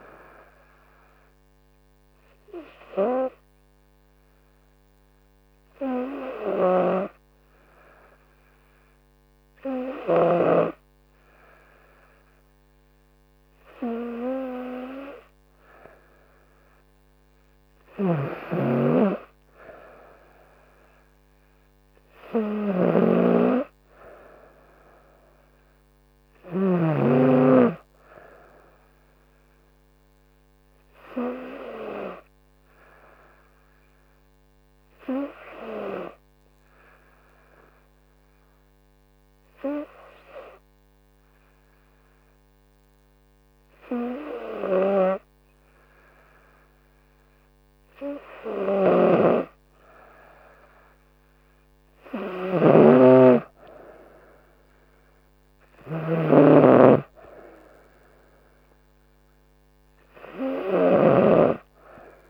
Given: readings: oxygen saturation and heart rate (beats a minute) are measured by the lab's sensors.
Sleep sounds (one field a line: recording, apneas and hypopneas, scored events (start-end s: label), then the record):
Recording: breathing in sleep by a microphone on the trachea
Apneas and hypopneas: 2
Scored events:
1.50-14.50 s: hypopnea (oxygen 96% before, 95% lowest, heart rate 70 before, 66 extreme, up 1 after)
16.50-19.50 s: arousal
32.50-47.00 s: hypopnea (oxygen 96% before, 95% lowest, heart rate 69 before, 66 extreme, up 4 after)
49.50-53.00 s: arousal
From the record:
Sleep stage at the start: N2 (light sleep)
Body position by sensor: on the front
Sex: female